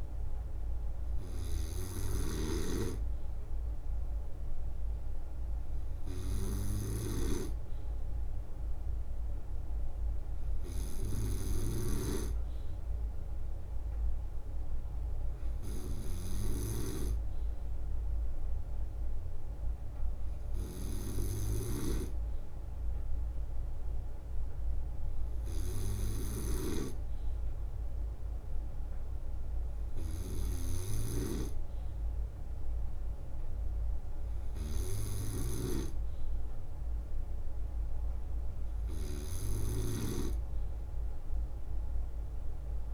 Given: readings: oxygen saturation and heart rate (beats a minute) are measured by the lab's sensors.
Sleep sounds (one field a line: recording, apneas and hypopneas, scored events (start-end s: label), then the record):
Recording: breathing in sleep by a room microphone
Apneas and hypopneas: none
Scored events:
0.00-2.50 s: leg movement (device-marked)
0.00-42.94 s: snoring (device-marked)
4.50-10.50 s: leg movement (device-marked)
14.50-22.00 s: leg movement (device-marked)
23.50-27.50 s: leg movement (device-marked)
28.50-33.50 s: leg movement (device-marked)
39.00-42.94 s: leg movement (device-marked)
From the record:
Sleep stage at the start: N2 (light sleep)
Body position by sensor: on the right side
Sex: male